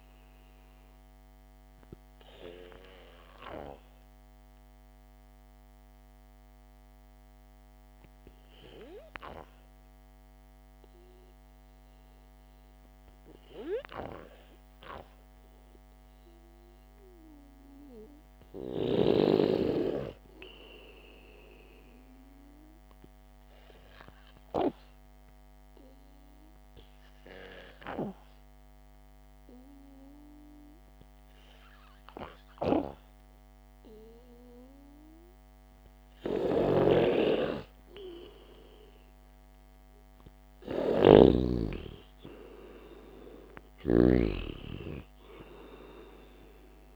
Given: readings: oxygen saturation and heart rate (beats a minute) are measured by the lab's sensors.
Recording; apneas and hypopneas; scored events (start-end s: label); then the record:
breathing in sleep by a microphone on the trachea; 2
0.50-14.00 s: obstructive apnea (oxygen 97% before, 92% lowest, heart rate 56 before, 52 extreme, up 3 after)
4.00-16.00 s: oxygen desaturation (device-marked, oxygen 95% before, 92% lowest, heart rate 59 before, 52 extreme)
15.00-19.00 s: arousal
25.00-36.00 s: obstructive apnea (oxygen 97% before, 93% lowest, heart rate 63 before, 52 extreme, up 4 after)
36.50-44.50 s: snoring (device-marked)
37.50-41.00 s: arousal
From the record:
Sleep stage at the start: N2 (light sleep); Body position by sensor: on the back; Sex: male